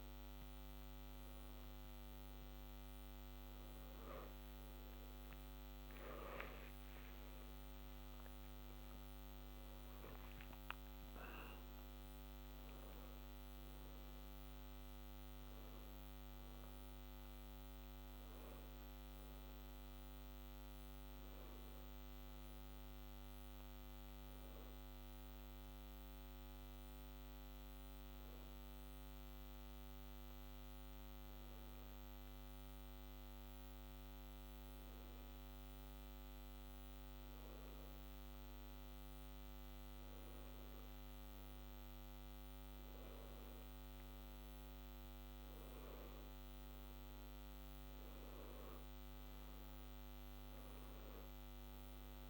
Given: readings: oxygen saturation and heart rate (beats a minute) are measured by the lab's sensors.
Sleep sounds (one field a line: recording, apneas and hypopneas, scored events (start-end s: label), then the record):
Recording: breathing in sleep, hard to hear, by a microphone on the trachea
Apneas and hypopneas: 1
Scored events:
5.00-10.50 s: arousal
23.50-36.50 s: hypopnea (oxygen 92% before, 89% lowest, heart rate 65 before, 64 extreme, up 0 after)
41.00-44.00 s: arousal
From the record:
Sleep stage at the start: N1 (lightest sleep)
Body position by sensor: on the back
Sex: male